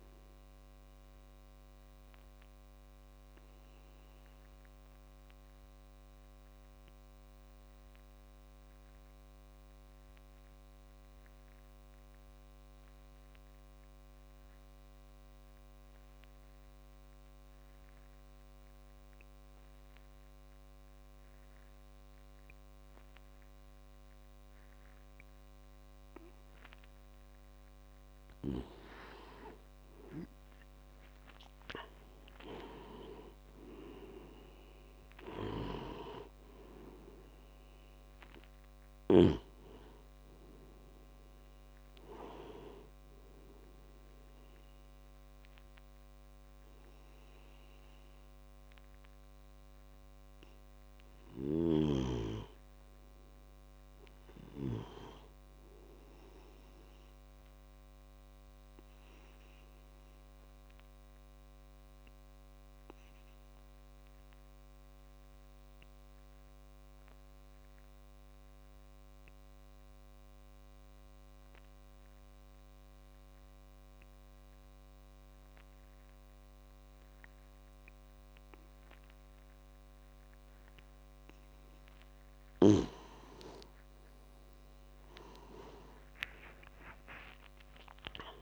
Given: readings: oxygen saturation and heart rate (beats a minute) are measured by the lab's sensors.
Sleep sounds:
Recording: breathing in sleep by a microphone on the trachea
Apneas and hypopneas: 2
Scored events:
0.00-11.00 s: oxygen desaturation (device-marked, oxygen 87% lowest)
0.50-27.50 s: obstructive apnea (oxygen 97% before, 87% lowest)
28.00-59.00 s: oxygen desaturation (device-marked, oxygen 97% before, 88% lowest)
28.50-32.50 s: arousal
57.50-81.00 s: obstructive apnea (oxygen 96% before, 89% lowest)
81.00-88.42 s: oxygen desaturation (device-marked, oxygen 97% before, 89% lowest)
85.00-88.42 s: arousal
From the record:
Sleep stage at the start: N2 (light sleep)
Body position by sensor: on the back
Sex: male

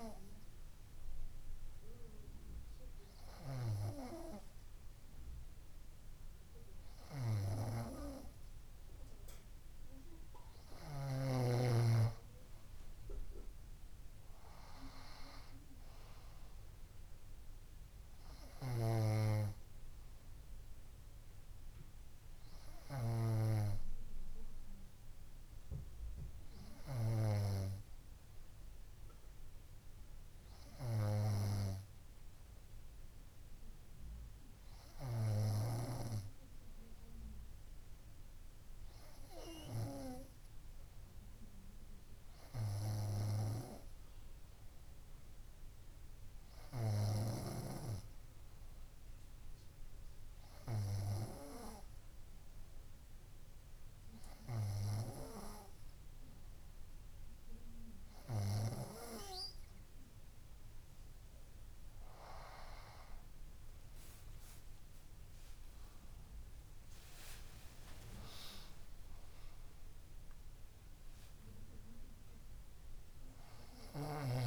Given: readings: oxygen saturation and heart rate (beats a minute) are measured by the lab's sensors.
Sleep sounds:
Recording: breathing in sleep by a room microphone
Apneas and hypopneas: none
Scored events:
18.00-29.00 s: bradycardia (device-marked, heart rate 62 before, 57 extreme)
64.00-68.50 s: arousal
64.50-66.50 s: long interval between heartbeats (device-marked, heart rate 63 before, 70 extreme)
71.50-73.50 s: long interval between heartbeats (device-marked, heart rate 66 before, 75 extreme)
From the record:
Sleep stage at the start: N3 (deep sleep)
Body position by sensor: on the front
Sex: female

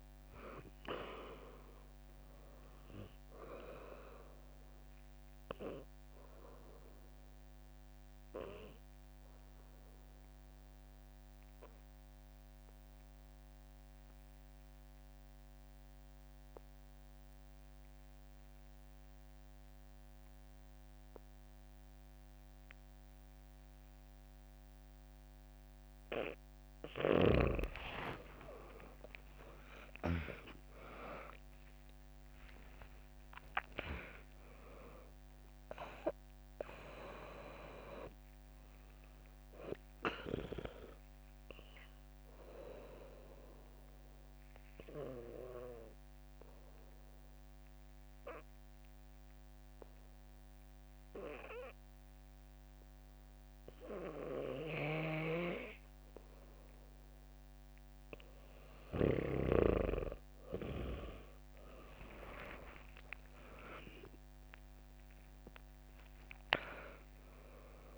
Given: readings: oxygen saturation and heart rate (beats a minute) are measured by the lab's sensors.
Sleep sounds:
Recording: breathing in sleep by a microphone on the trachea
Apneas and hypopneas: 2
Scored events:
0.00-6.50 s: drop in pulse transit time (device-marked, heart rate 61 extreme)
7.50-25.00 s: obstructive apnea (oxygen 100% before, 95% lowest, heart rate 64 before, 60 extreme, up 1 after)
28.00-33.00 s: arousal
30.50-42.50 s: drop in pulse transit time (device-marked, heart rate 64 before, 60 extreme)
35.50-53.50 s: oxygen desaturation (device-marked, oxygen 99% before, 95% lowest, heart rate 64 before, 58 extreme)
44.50-57.00 s: obstructive apnea (oxygen 100% before, 95% lowest, heart rate 68 before, 58 extreme, up 1 after)
55.00-59.50 s: snoring (device-marked)
56.50-59.50 s: bradycardia (device-marked, heart rate 67 before, 58 extreme)
61.00-66.00 s: arousal
62.50-67.98 s: drop in pulse transit time (device-marked, heart rate 70 before, 60 extreme)
From the record:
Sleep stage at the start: N2 (light sleep)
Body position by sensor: on the back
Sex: female

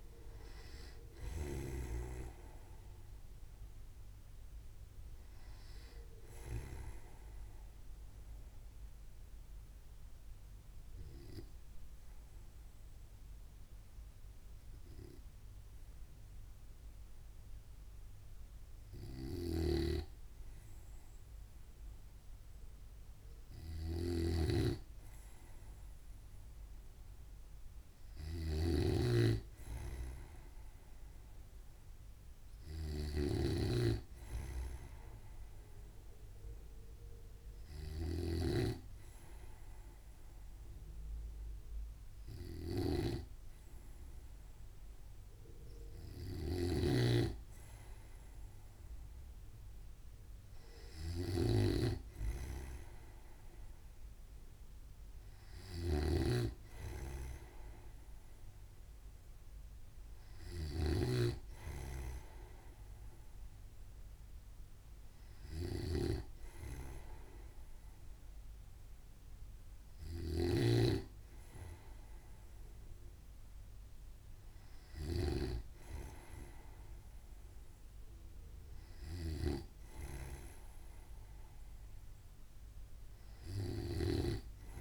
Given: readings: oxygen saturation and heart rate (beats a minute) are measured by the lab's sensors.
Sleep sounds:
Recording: breathing in sleep by a room microphone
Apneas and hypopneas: 2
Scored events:
2.00-7.50 s: snoring (device-marked)
8.00-18.50 s: obstructive apnea (oxygen 95% before, 94% lowest, heart rate 65 before, 63 extreme, up 2 after)
20.00-84.81 s: snoring (device-marked)
21.50-25.00 s: arousal
36.00-47.00 s: hypopnea (oxygen 98% before, 94% lowest, heart rate 64 before, 62 extreme, up 1 after)
50.00-53.00 s: arousal
From the record:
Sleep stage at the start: N2 (light sleep)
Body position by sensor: on the right side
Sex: male

